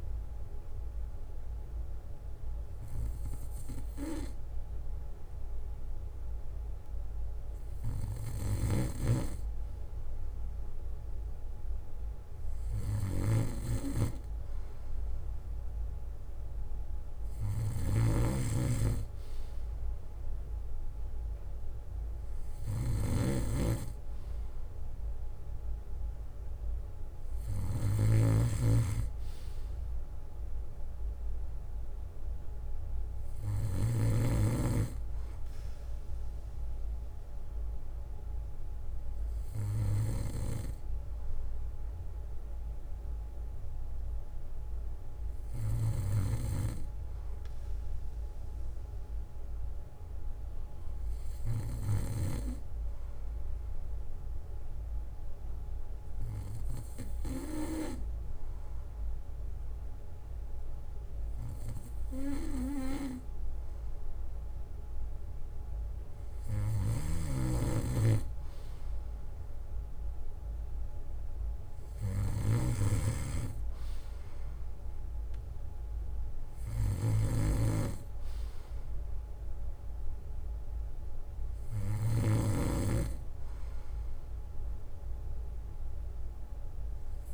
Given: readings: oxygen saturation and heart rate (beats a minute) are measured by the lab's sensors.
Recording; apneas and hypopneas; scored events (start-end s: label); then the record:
breathing in sleep by a room microphone; none
0.00-6.50 s: bradycardia (device-marked, heart rate 56 extreme)
8.50-34.50 s: snoring (device-marked)
13.50-15.50 s: bradycardia (device-marked, heart rate 60 before, 60 extreme)
30.50-32.50 s: bradycardia (device-marked, heart rate 60 before, 60 extreme)
36.50-42.50 s: bradycardia (device-marked, heart rate 60 before, 59 extreme)
43.50-52.50 s: bradycardia (device-marked, heart rate 60 before, 54 extreme)
66.50-68.50 s: bradycardia (device-marked, heart rate 60 before, 61 extreme)
67.00-82.50 s: snoring (device-marked)
71.50-73.50 s: bradycardia (device-marked, heart rate 60 before, 59 extreme)
76.50-78.50 s: bradycardia (device-marked, heart rate 60 before, 60 extreme)
79.50-81.50 s: bradycardia (device-marked, heart rate 60 before, 57 extreme)
85.50-87.34 s: bradycardia (device-marked, heart rate 60 before, 60 extreme)
From the record:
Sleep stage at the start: N2 (light sleep); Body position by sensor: on the back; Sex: male